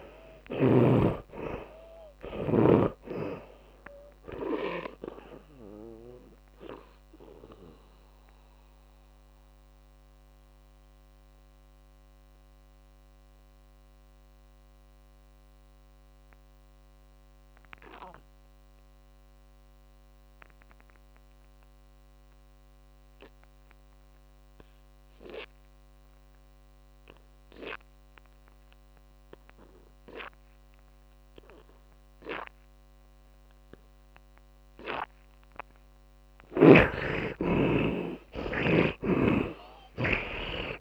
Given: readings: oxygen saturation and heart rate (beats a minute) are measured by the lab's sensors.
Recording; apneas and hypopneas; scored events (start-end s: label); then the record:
breathing in sleep by a microphone on the trachea; 1
0.00-3.00 s: snoring (device-marked)
0.00-22.00 s: oxygen desaturation (device-marked, oxygen 73% lowest)
6.00-36.50 s: mixed apnea (oxygen 99% before, 73% lowest)
36.00-40.81 s: oxygen desaturation (device-marked, oxygen 100% before, 74% lowest)
From the record:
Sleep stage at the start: N2 (light sleep); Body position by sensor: on the back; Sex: male